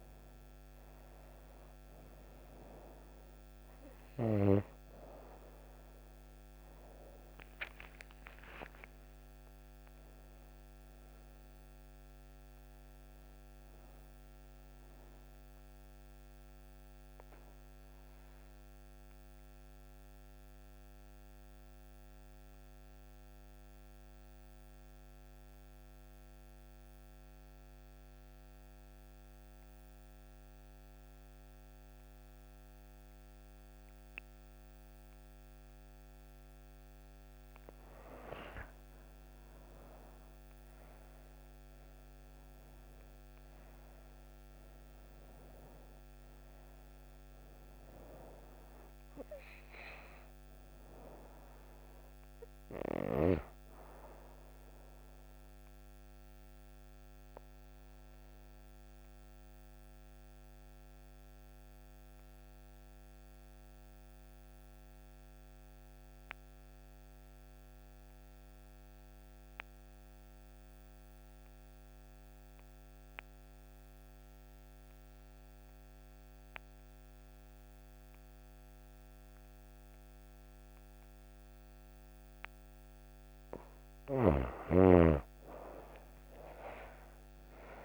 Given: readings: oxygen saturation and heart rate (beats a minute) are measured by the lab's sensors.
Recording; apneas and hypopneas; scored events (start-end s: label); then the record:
breathing in sleep by a microphone on the trachea; 2
0.00-30.00 s: oxygen desaturation (device-marked, oxygen 85% lowest)
8.50-12.00 s: arousal
14.50-36.00 s: obstructive apnea (oxygen 96% before, 85% lowest)
37.50-40.50 s: arousal
43.00-69.00 s: oxygen desaturation (device-marked, oxygen 98% before, 91% lowest)
54.50-83.00 s: obstructive apnea (oxygen 98% before, 85% lowest)
79.00-87.85 s: oxygen desaturation (device-marked, oxygen 98% before, 85% lowest)
85.00-87.85 s: arousal
From the record:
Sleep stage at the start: N2 (light sleep); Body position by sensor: on the right side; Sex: female